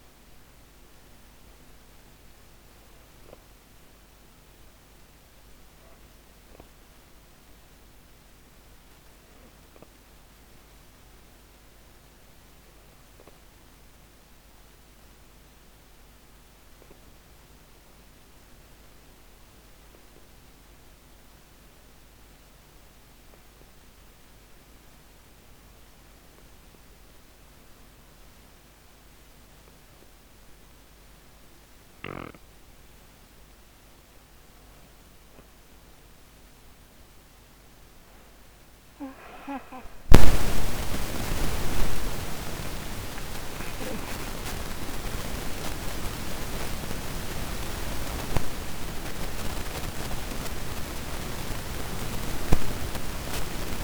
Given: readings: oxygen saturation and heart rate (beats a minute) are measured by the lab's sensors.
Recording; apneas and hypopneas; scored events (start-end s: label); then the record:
breathing in sleep by a microphone on the trachea; 1
13.00-32.00 s: obstructive apnea (oxygen 97% before, 90% lowest, heart rate 113 before, 100 extreme, up 38 after)
34.50-38.50 s: arousal
From the record:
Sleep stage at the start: N2 (light sleep); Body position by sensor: on the back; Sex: female